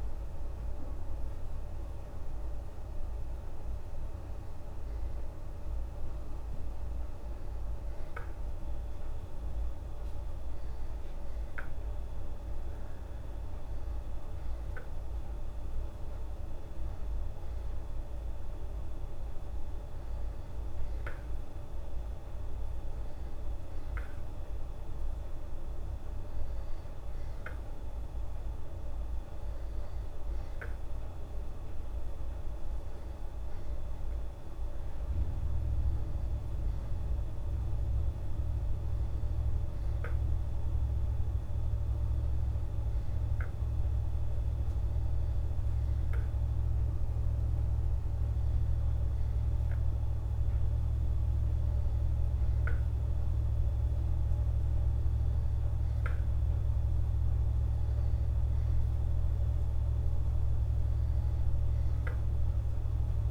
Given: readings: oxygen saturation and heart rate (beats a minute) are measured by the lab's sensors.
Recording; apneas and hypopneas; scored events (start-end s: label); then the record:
breathing in sleep, hard to hear, by a room microphone; none
none scored
From the record:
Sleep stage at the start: N2 (light sleep); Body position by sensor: on the back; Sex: female